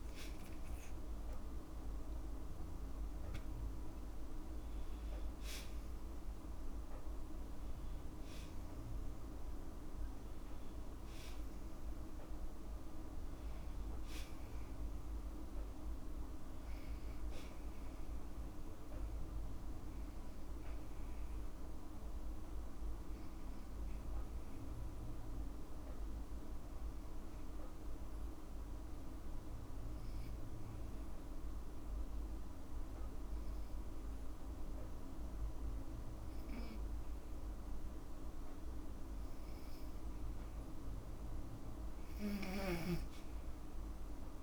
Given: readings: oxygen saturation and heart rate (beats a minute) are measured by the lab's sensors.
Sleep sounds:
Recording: breathing in sleep, hard to hear, by a room microphone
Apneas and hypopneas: 1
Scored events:
26.00-39.00 s: obstructive apnea (oxygen 96% before, 90% lowest, heart rate 55 before, 51 extreme, up 4 after)
From the record:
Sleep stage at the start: N2 (light sleep)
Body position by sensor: on the back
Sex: female

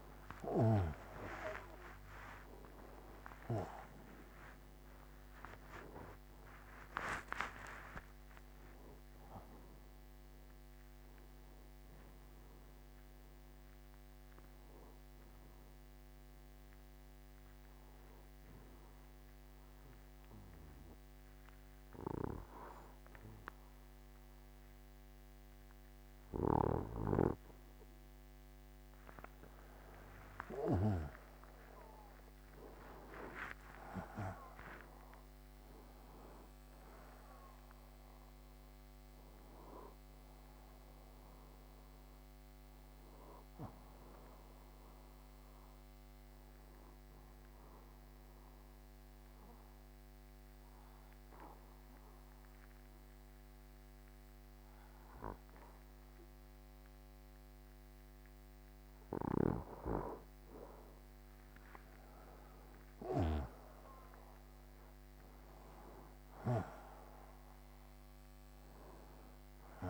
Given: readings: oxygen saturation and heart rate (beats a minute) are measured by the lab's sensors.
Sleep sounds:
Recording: breathing in sleep by a microphone on the trachea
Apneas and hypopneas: 2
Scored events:
0.00-21.50 s: oxygen desaturation (device-marked, oxygen 91% lowest, heart rate 72 extreme)
1.00-7.00 s: arousal
14.50-28.00 s: obstructive apnea (oxygen 96% before, 91% lowest, heart rate 84 before, 72 extreme, up 15 after)
32.00-36.50 s: arousal
36.50-53.50 s: oxygen desaturation (device-marked, oxygen 96% before, 92% lowest, heart rate 77 before, 65 extreme)
41.50-59.50 s: obstructive apnea (oxygen 96% before, 92% lowest, heart rate 79 before, 65 extreme, up 16 after)
67.00-69.90 s: arousal
From the record:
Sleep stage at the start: N2 (light sleep)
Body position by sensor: on the right side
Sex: male

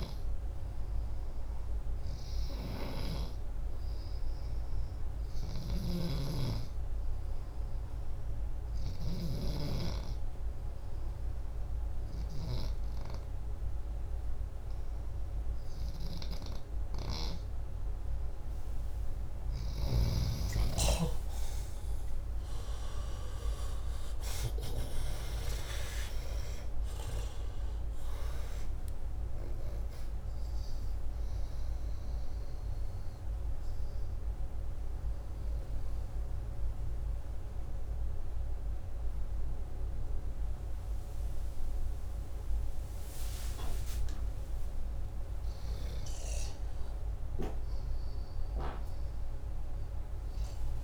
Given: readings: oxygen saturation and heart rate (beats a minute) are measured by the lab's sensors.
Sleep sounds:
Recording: breathing in sleep by a room microphone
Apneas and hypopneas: 2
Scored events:
1.50-18.50 s: oxygen desaturation (device-marked, oxygen 93% before, 88% lowest, heart rate 114 before, 100 extreme)
7.50-18.00 s: hypopnea (oxygen 95% before, 88% lowest, heart rate 133 before, 107 extreme, up 46 after)
20.00-23.00 s: arousal
34.00-45.00 s: obstructive apnea (oxygen 91% before, 88% lowest, heart rate 132 before, 114 extreme)
40.50-50.83 s: oxygen desaturation (device-marked, oxygen 92% before, 88% lowest, heart rate 123 before, 137 extreme)
46.00-50.50 s: arousal
From the record:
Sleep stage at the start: N2 (light sleep)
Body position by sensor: upright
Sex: male

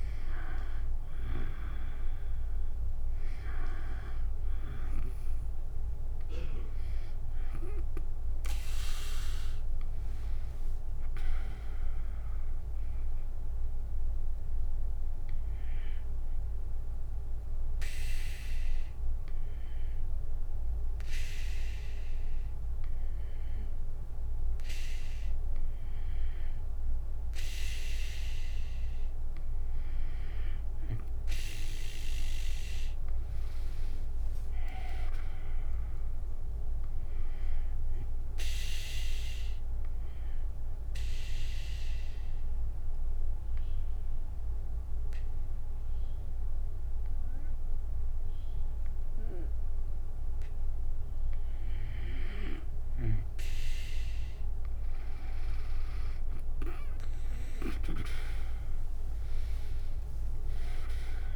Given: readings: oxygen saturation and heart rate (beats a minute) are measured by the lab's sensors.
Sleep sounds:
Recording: breathing in sleep by a room microphone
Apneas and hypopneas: 2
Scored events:
15.50-26.00 s: obstructive apnea (oxygen 94% before, 90% lowest, heart rate 73 before, 60 extreme, up 17 after)
32.50-43.50 s: drop in pulse transit time (device-marked, heart rate 70 before, 64 extreme)
33.00-36.50 s: arousal
40.00-51.50 s: obstructive apnea (oxygen 96% before, 90% lowest, heart rate 70 before, 56 extreme, up 26 after)
56.50-61.36 s: oxygen desaturation (device-marked, oxygen 96% before, 90% lowest, heart rate 70 before, 56 extreme)
57.50-60.50 s: tachycardia (device-marked, heart rate 69 before, 98 extreme)
57.50-61.36 s: drop in pulse transit time (device-marked, heart rate 69 before, 58 extreme)
58.00-61.36 s: arousal
From the record:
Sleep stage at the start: N2 (light sleep)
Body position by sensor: on the back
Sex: female

